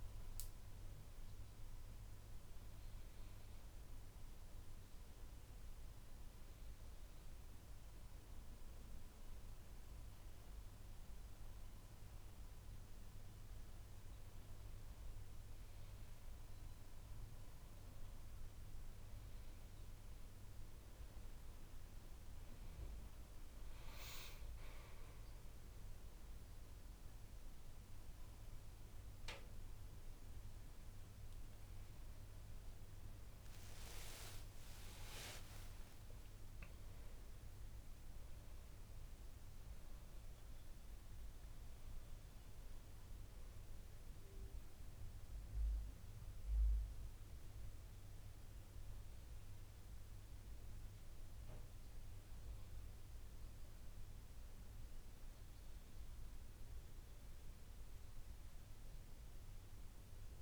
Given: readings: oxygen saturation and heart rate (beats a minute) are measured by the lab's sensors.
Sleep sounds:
breathing in sleep, hard to hear, by a room microphone; none
31.50-35.50 s: arousal
From the record:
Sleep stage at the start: N2 (light sleep); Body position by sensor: on the back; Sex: male

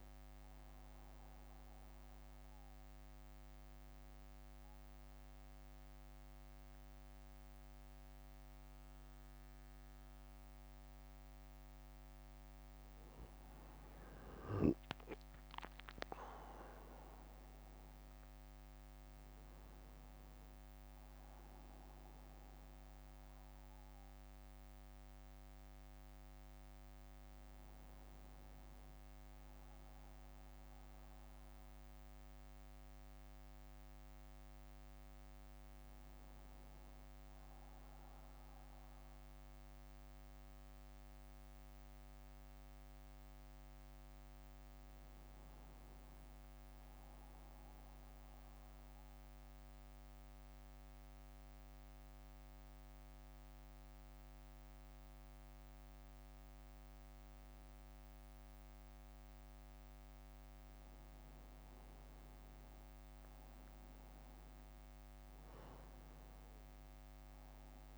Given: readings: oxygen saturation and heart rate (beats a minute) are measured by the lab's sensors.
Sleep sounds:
breathing in sleep, hard to hear, by a microphone on the trachea; 2
2.00-14.50 s: obstructive apnea (oxygen 95% before, 88% lowest, heart rate 66 before, 61 extreme, up 4 after)
16.50-34.50 s: drop in pulse transit time (device-marked, heart rate 67 before, 61 extreme)
17.00-21.00 s: arousal
42.50-67.98 s: new sleep stage, N2 (light sleep)
43.00-46.50 s: arousal
50.00-63.00 s: obstructive apnea (oxygen 96% before, 93% lowest, heart rate 64 before, 60 extreme, up 1 after)
66.50-67.98 s: arousal
From the record:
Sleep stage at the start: N1 (lightest sleep); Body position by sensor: on the back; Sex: male

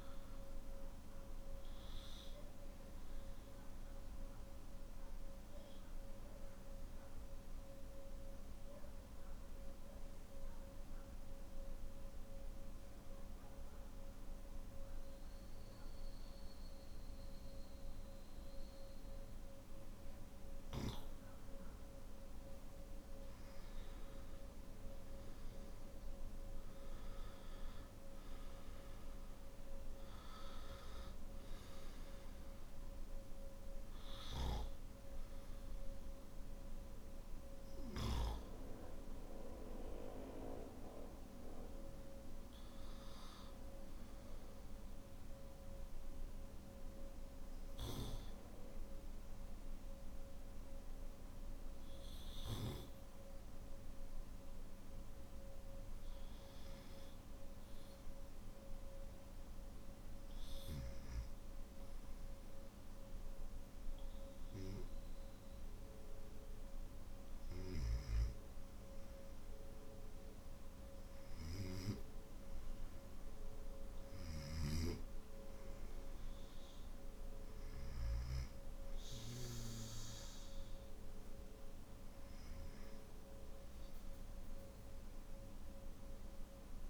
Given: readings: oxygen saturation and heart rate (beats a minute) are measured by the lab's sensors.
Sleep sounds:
breathing in sleep by a room microphone; 2
0.00-17.00 s: oxygen desaturation (device-marked, oxygen 92% lowest, heart rate 47 extreme)
2.00-22.00 s: obstructive apnea (oxygen 99% before, 93% lowest, heart rate 56 before, 48 extreme, up 11 after)
26.00-48.00 s: oxygen desaturation (device-marked, oxygen 99% before, 93% lowest, heart rate 50 before, 48 extreme)
41.00-59.50 s: obstructive apnea (oxygen 99% before, 93% lowest, heart rate 55 before, 48 extreme, up 6 after)
From the record:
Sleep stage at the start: N2 (light sleep); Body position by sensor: on the back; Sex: male

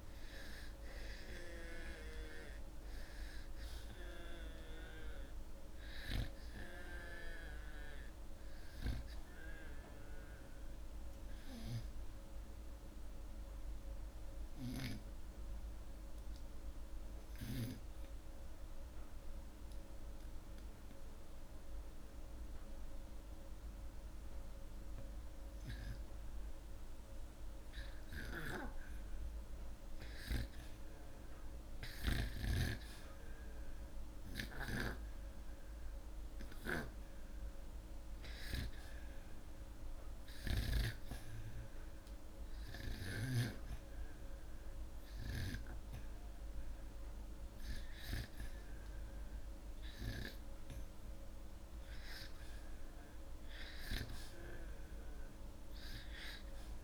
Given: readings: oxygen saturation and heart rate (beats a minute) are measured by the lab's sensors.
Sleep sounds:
breathing in sleep by a room microphone; 1
0.00-22.50 s: oxygen desaturation (device-marked, oxygen 92% lowest)
14.00-27.50 s: obstructive apnea (oxygen 98% before, 92% lowest)
29.50-32.50 s: arousal
40.50-56.84 s: oxygen desaturation (device-marked, oxygen 98% before, 93% lowest)
From the record:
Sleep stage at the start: REM sleep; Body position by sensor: upright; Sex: male

